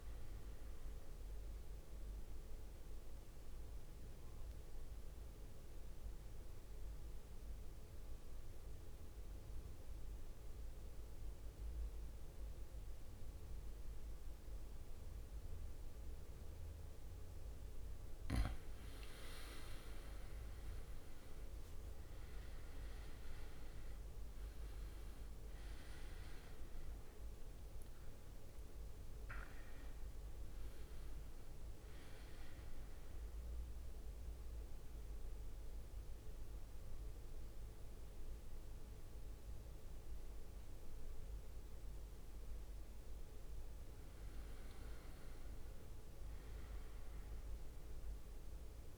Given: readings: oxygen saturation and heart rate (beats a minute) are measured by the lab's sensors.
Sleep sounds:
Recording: breathing in sleep, hard to hear, by a room microphone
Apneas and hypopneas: 2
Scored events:
0.00-3.00 s: oxygen desaturation (device-marked, oxygen 90% lowest, heart rate 57 extreme)
2.00-18.50 s: central apnea (oxygen 97% before, 92% lowest, heart rate 70 before, 56 extreme, up 13 after)
18.50-19.50 s: leg movement (device-marked)
20.00-39.00 s: oxygen desaturation (device-marked, oxygen 99% before, 93% lowest, heart rate 60 before, 54 extreme)
22.00-26.50 s: arousal
25.00-39.00 s: drop in pulse transit time (device-marked, heart rate 60 before, 63 extreme)
33.50-35.50 s: long interval between heartbeats (device-marked, heart rate 65 before, 68 extreme)
34.50-44.50 s: central apnea (oxygen 99% before, 92% lowest, heart rate 65 before, 54 extreme, up 10 after)
46.50-48.98 s: arousal
From the record:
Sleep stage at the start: N2 (light sleep)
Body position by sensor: on the back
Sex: male

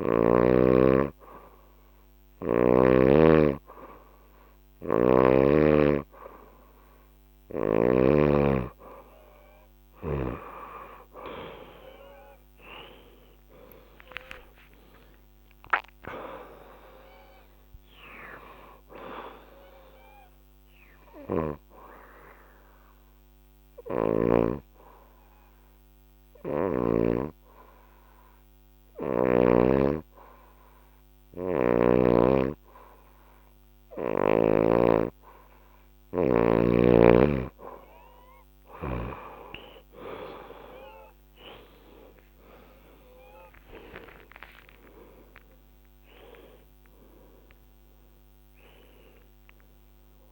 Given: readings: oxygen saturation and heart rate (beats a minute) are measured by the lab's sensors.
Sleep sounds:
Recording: breathing in sleep by a microphone on the trachea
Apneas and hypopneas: 1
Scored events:
1.00-27.00 s: oxygen desaturation (device-marked, oxygen 97% before, 92% lowest)
13.50-17.50 s: arousal
19.00-23.00 s: bradycardia (device-marked)
22.00-35.50 s: hypopnea (oxygen 97% before, 90% lowest, heart rate 126 before, 172 extreme)
31.00-34.50 s: snoring (device-marked)
41.00-50.32 s: oxygen desaturation (device-marked, oxygen 97% before, 90% lowest, heart rate 146 before, 93 extreme)
41.50-46.50 s: arousal
From the record:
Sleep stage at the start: N2 (light sleep)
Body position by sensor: on the back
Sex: female

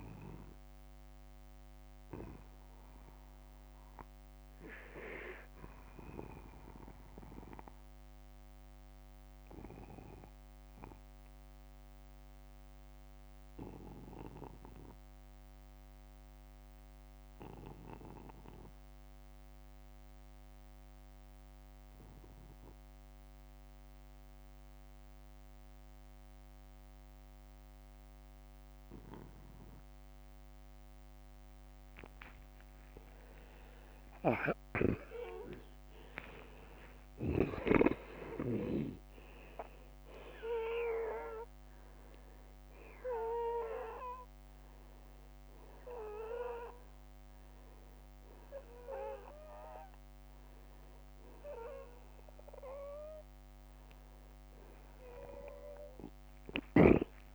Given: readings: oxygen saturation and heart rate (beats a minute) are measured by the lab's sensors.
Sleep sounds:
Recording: breathing in sleep by a microphone on the trachea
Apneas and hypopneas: 1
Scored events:
7.00-21.00 s: oxygen desaturation (device-marked, oxygen 96% before, 86% lowest, heart rate 58 before, 41 extreme)
7.50-31.50 s: obstructive apnea (oxygen 97% before, 83% lowest, heart rate 58 before, 41 extreme, up 27 after)
29.00-31.00 s: long interval between heartbeats (device-marked, heart rate 50 before, 48 extreme)
33.00-36.50 s: arousal
39.00-52.00 s: oxygen desaturation (device-marked, oxygen 96% before, 92% lowest, heart rate 48 before, 53 extreme)
From the record:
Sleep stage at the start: N2 (light sleep)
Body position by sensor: on the back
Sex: male

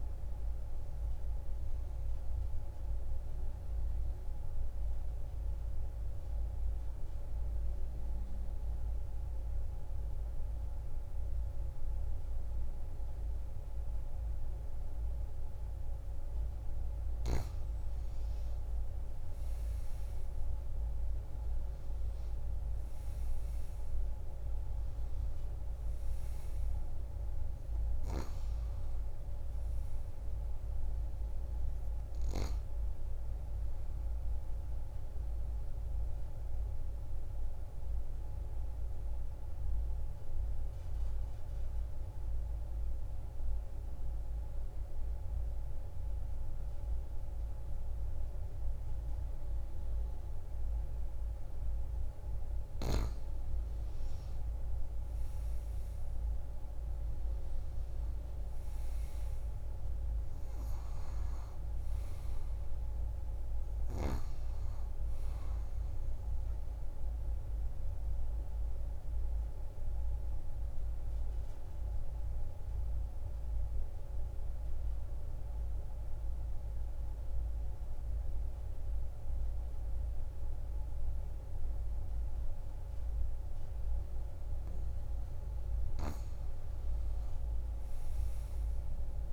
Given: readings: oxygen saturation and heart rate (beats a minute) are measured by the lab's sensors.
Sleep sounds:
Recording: breathing in sleep, hard to hear, by a room microphone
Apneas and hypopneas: 3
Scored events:
1.50-16.50 s: obstructive apnea (oxygen 98% before, 91% lowest)
18.00-21.50 s: arousal
21.50-45.50 s: oxygen desaturation (device-marked, oxygen 97% before, 91% lowest)
34.50-51.00 s: obstructive apnea (oxygen 98% before, 91% lowest)
54.00-56.50 s: arousal
54.50-78.50 s: oxygen desaturation (device-marked, oxygen 98% before, 91% lowest)
68.50-85.00 s: obstructive apnea (oxygen 98% before, 90% lowest)
87.50-89.33 s: arousal
From the record:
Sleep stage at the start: N2 (light sleep)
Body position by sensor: on the back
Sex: female

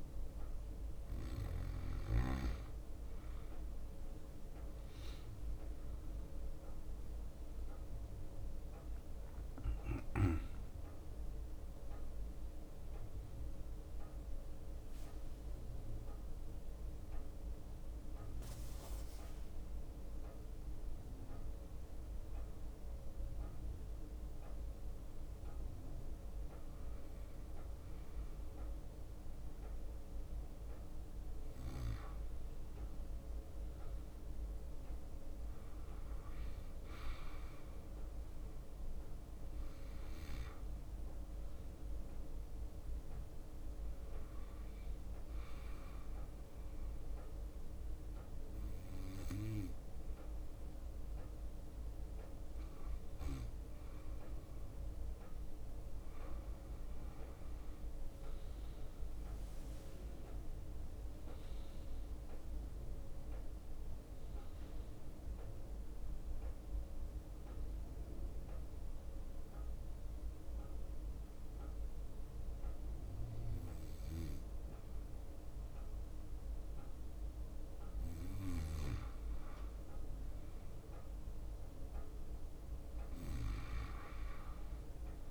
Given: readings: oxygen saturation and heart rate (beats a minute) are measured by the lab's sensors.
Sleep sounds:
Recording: breathing in sleep, hard to hear, by a room microphone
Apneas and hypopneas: 2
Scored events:
3.00-7.00 s: leg movement (device-marked)
5.50-10.50 s: arousal
29.50-60.50 s: drop in pulse transit time (device-marked, heart rate 68 before, 63 extreme)
37.50-41.00 s: arousal
43.50-56.00 s: hypopnea (oxygen 97% before, 94% lowest, heart rate 65 before, 61 extreme, up 5 after)
58.50-65.00 s: leg movement (device-marked)
60.00-65.00 s: arousal
70.50-80.50 s: obstructive apnea (oxygen 97% before, 93% lowest, heart rate 66 before, 61 extreme, up 3 after)
75.50-85.31 s: drop in pulse transit time (device-marked, heart rate 65 before, 61 extreme)
83.50-85.31 s: arousal
From the record:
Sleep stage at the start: N2 (light sleep)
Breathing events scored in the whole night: 150 in 4.4 hours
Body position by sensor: on the back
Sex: male

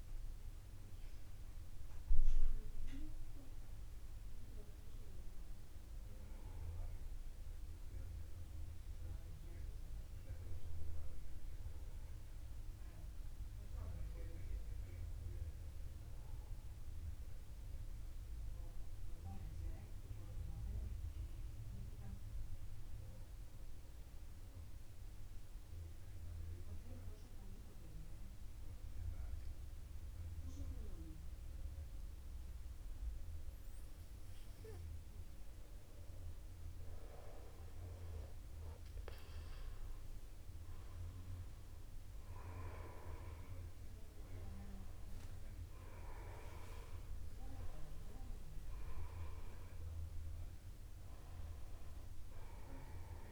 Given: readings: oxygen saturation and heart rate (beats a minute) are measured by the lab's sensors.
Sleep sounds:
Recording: a person partly awake in a sleep study, by a room microphone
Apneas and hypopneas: 1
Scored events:
16.50-36.50 s: mixed apnea (oxygen 99% before, 94% lowest, heart rate 54 before, 50 extreme, up 0 after)
17.50-53.32 s: new sleep stage, N2 (light sleep)
41.00-46.00 s: arousal
From the record:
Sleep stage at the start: awake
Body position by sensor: upright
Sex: male

